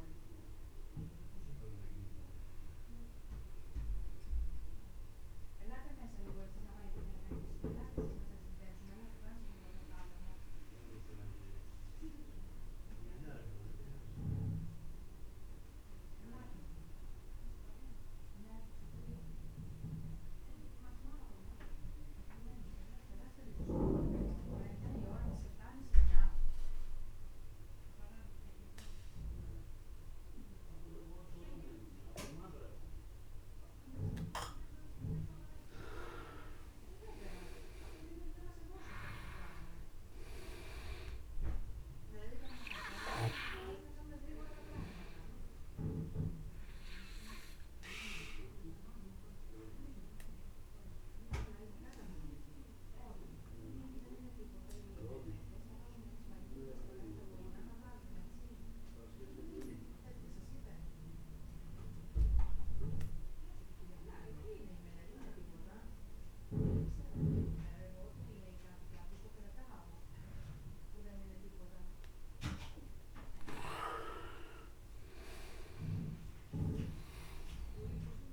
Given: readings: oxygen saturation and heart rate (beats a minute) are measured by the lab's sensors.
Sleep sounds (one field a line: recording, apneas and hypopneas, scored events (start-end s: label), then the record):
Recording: breathing in sleep by a room microphone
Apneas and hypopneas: 2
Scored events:
0.00-15.50 s: oxygen desaturation (device-marked, oxygen 90% lowest, heart rate 29 extreme)
9.50-34.00 s: obstructive apnea (oxygen 98% before, 90% lowest, heart rate 73 before, 29 extreme, up 37 after)
33.50-61.50 s: oxygen desaturation (device-marked, oxygen 99% before, 90% lowest)
36.50-40.50 s: arousal
47.50-72.00 s: obstructive apnea (oxygen 99% before, 90% lowest)
72.50-78.33 s: oxygen desaturation (device-marked, oxygen 99% before, 90% lowest)
77.00-78.33 s: arousal
From the record:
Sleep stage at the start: N2 (light sleep)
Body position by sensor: on the back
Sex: male